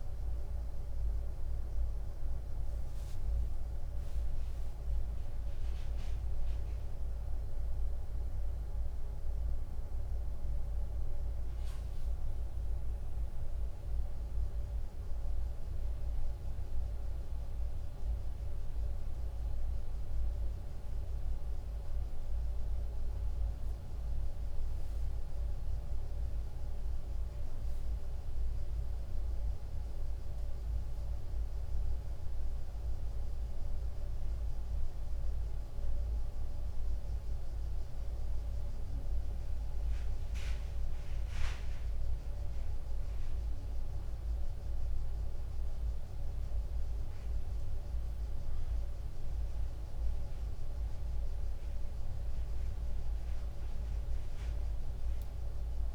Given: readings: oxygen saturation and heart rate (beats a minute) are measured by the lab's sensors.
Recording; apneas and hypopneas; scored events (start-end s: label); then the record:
breathing in sleep, hard to hear, by a room microphone; none
0.50-5.00 s: arousal
16.00-44.00 s: tachycardia (device-marked, heart rate 99 before, 102 extreme)
46.00-55.95 s: tachycardia (device-marked, heart rate 100 before, 102 extreme)
From the record:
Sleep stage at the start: N1 (lightest sleep); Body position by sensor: on the right side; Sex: male